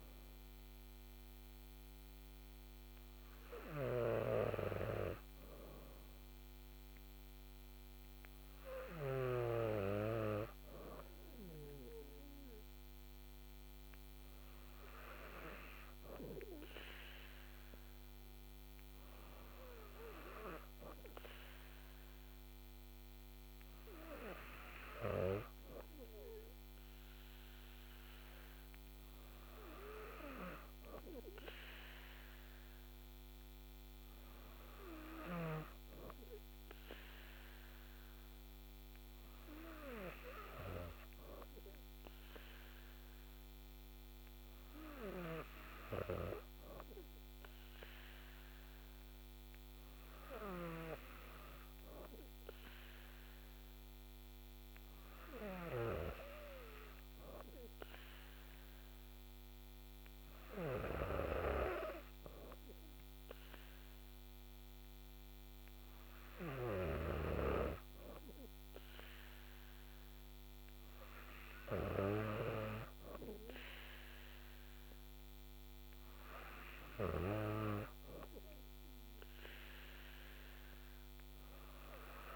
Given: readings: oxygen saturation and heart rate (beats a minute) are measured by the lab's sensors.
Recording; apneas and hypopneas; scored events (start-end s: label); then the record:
breathing in sleep by a microphone on the trachea; none
none scored
From the record:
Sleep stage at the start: N2 (light sleep); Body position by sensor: on the back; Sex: female